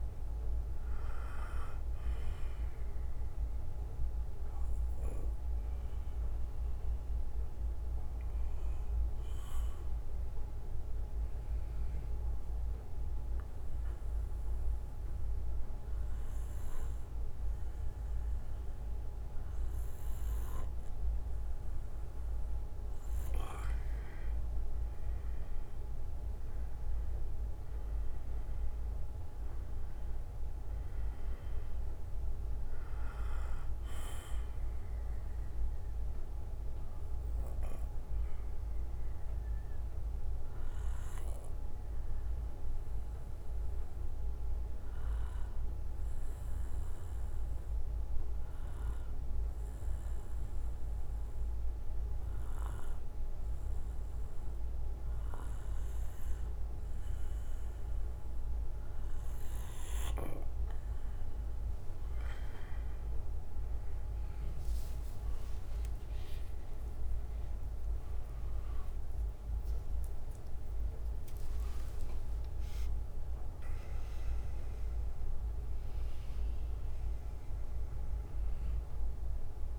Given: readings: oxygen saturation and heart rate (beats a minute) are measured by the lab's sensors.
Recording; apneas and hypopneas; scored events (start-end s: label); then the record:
breathing in sleep, hard to hear, by a room microphone; 2
0.00-15.00 s: bradycardia (device-marked, heart rate 60 before, 52 extreme)
4.00-23.00 s: obstructive apnea (oxygen 97% before, 92% lowest, heart rate 62 before, 48 extreme, up 15 after)
26.50-30.50 s: arousal
33.00-59.00 s: bradycardia (device-marked, heart rate 60 before, 48 extreme)
38.00-61.50 s: obstructive apnea (oxygen 96% before, 92% lowest, heart rate 65 before, 50 extreme, up 28 after)
48.00-57.00 s: oxygen desaturation (device-marked, oxygen 95% before, 92% lowest, heart rate 59 before, 55 extreme)
65.50-71.00 s: arousal
From the record:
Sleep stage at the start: N2 (light sleep); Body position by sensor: on the back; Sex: male